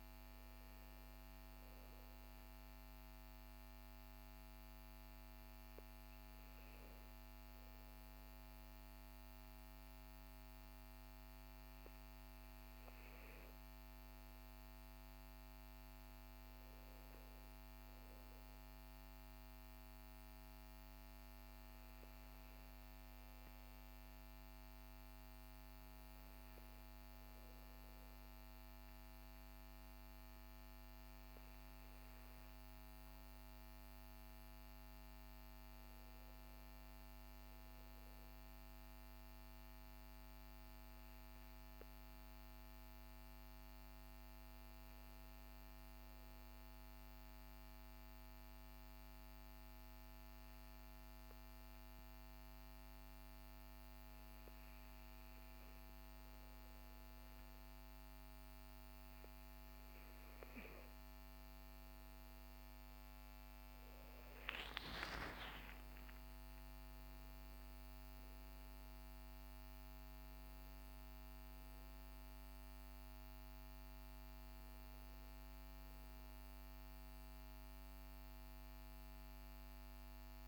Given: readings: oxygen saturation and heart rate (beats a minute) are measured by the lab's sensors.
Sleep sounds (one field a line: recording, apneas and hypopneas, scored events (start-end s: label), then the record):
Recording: breathing in sleep, hard to hear, by a microphone on the trachea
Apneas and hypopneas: 1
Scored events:
21.00-80.48 s: new sleep stage, N2 (light sleep)
39.00-56.00 s: hypopnea (oxygen 97% before, 95% lowest, heart rate 52 before, 45 extreme, up 9 after)
62.00-67.00 s: arousal
From the record:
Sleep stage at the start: N1 (lightest sleep)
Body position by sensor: on the back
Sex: male